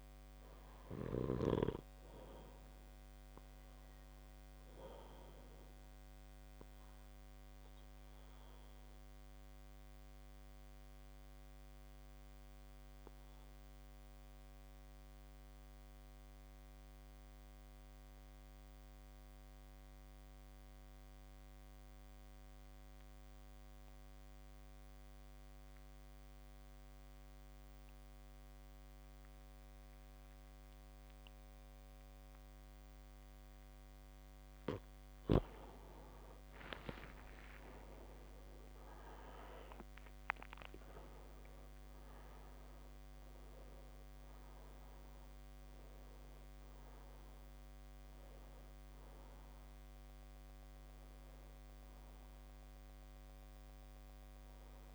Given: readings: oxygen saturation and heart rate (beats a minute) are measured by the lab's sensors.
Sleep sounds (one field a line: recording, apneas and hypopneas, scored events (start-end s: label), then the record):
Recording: breathing in sleep by a microphone on the trachea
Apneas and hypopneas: 1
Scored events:
1.00-29.00 s: oxygen desaturation (device-marked, oxygen 98% before, 93% lowest)
2.00-4.00 s: long interval between heartbeats (device-marked, heart rate 57 before, 57 extreme)
6.00-18.00 s: drop in pulse transit time (device-marked)
9.50-35.50 s: mixed apnea (oxygen 99% before, 90% lowest, heart rate 52 before, 28 extreme, up 31 after)
15.00-17.00 s: long interval between heartbeats (device-marked, heart rate 45 before, 54 extreme)
24.50-26.50 s: long interval between heartbeats (device-marked, heart rate 39 before, 48 extreme)
29.00-31.00 s: long interval between heartbeats (device-marked, heart rate 42 before, 48 extreme)
37.00-41.50 s: arousal
37.50-39.50 s: long interval between heartbeats (device-marked, heart rate 41 before, 48 extreme)
41.00-54.95 s: oxygen desaturation (device-marked, oxygen 99% before, 90% lowest, heart rate 43 before, 44 extreme)
47.50-49.50 s: long interval between heartbeats (device-marked, heart rate 46 before, 59 extreme)
49.00-54.95 s: drop in pulse transit time (device-marked, heart rate 48 before, 44 extreme)
From the record:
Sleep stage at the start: REM sleep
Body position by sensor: on the back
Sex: male